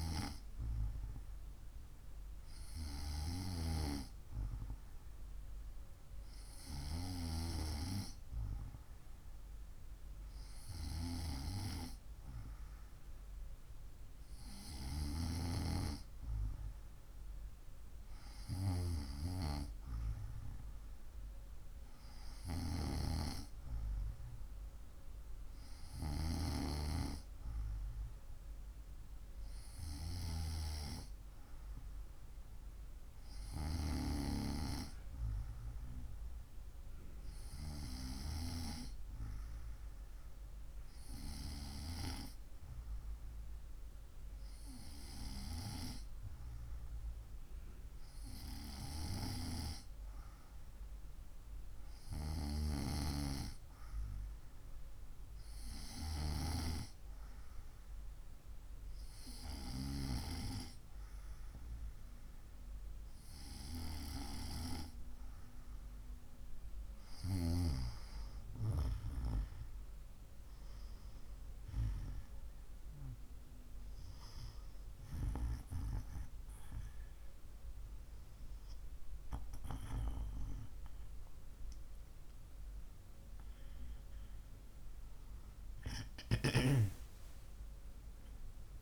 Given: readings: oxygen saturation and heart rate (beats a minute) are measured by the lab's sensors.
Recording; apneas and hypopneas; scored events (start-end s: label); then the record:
breathing in sleep by a room microphone; none
86.00-88.82 s: arousal
From the record:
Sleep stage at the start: N2 (light sleep); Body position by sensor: on the right side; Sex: female